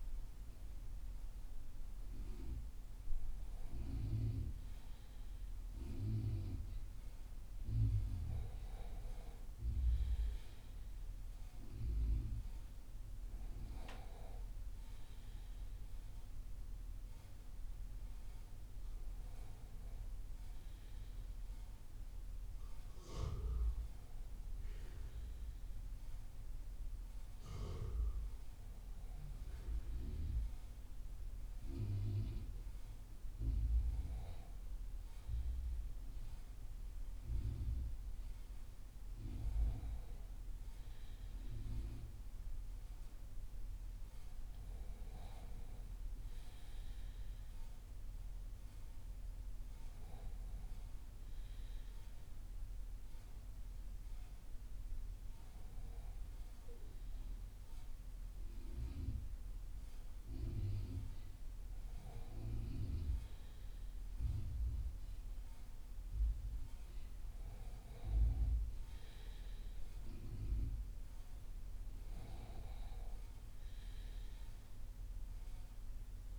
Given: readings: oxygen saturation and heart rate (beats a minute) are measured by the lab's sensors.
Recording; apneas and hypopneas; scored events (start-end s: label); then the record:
breathing in sleep by a room microphone; none
52.00-76.39 s: new sleep stage, REM sleep
From the record:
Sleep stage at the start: N1 (lightest sleep); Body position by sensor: on the left side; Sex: male